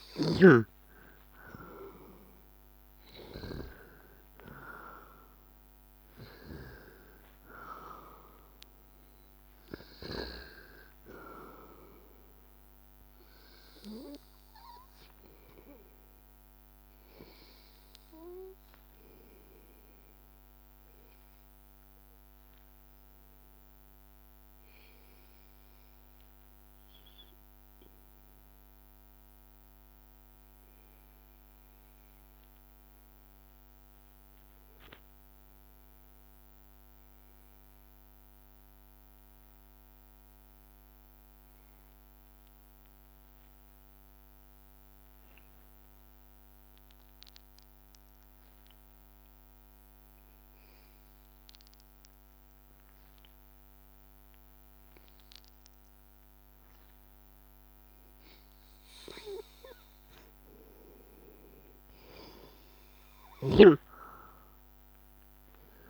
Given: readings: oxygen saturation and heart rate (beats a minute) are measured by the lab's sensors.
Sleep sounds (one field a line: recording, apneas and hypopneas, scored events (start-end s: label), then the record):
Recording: breathing in sleep by a microphone on the trachea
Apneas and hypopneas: 1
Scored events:
0.00-27.50 s: oxygen desaturation (device-marked, oxygen 92% lowest, heart rate 79 extreme)
0.50-5.00 s: arousal
20.50-59.00 s: obstructive apnea (oxygen 96% before, 93% lowest, heart rate 85 before, 79 extreme, up 3 after)
60.50-64.50 s: arousal
From the record:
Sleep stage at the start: N2 (light sleep)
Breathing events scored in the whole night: 192 in 3.7 hours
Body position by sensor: on the back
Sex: male